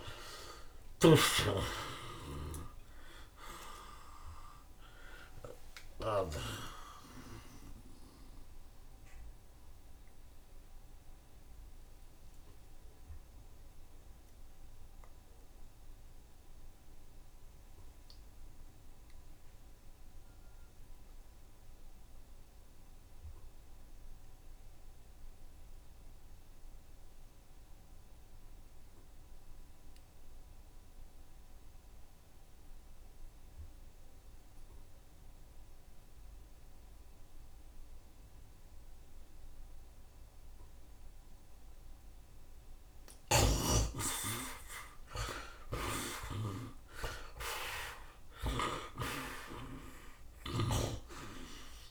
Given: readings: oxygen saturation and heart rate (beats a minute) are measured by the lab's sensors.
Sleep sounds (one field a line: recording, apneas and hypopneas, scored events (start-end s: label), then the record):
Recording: breathing in sleep by a room microphone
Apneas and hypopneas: 1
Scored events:
0.00-6.50 s: tachycardia (device-marked, heart rate 127 extreme)
0.00-7.00 s: snoring (device-marked)
0.00-24.50 s: oxygen desaturation (device-marked, oxygen 50% lowest, heart rate 72 extreme)
4.00-6.00 s: long interval between heartbeats (device-marked, heart rate 78 before, 116 extreme)
9.50-42.50 s: mixed apnea (oxygen 82% before, 46% lowest, heart rate 92 before, 72 extreme, up 25 after)
29.50-51.91 s: oxygen desaturation (device-marked, oxygen 87% before, 46% lowest, heart rate 77 before, 74 extreme)
44.00-48.50 s: arousal
45.00-47.00 s: long interval between heartbeats (device-marked, heart rate 75 before, 87 extreme)
From the record:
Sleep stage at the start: N2 (light sleep)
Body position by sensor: on the right side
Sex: male